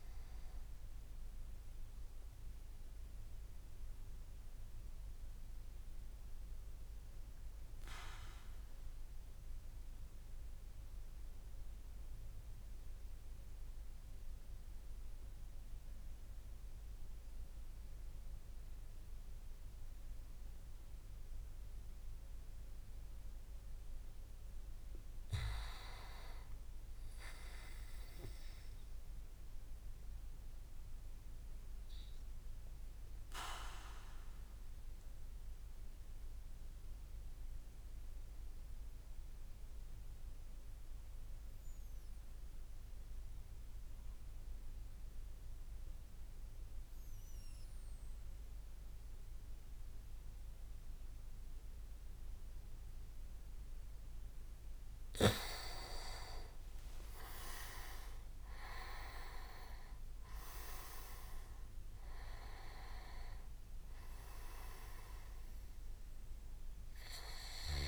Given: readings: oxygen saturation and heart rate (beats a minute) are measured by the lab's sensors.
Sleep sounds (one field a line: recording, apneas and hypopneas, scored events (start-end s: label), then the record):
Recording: breathing in sleep by a room microphone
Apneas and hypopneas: 2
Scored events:
2.00-23.00 s: mixed apnea (oxygen 96% before, 93% lowest)
25.00-27.50 s: arousal
29.50-55.00 s: obstructive apnea (oxygen 100% before, 93% lowest)
53.50-67.88 s: tachycardia (device-marked)
56.50-60.50 s: arousal
57.50-67.88 s: oxygen desaturation (device-marked, oxygen 98% before, 94% lowest)
From the record:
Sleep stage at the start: N2 (light sleep)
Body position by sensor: on the back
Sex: male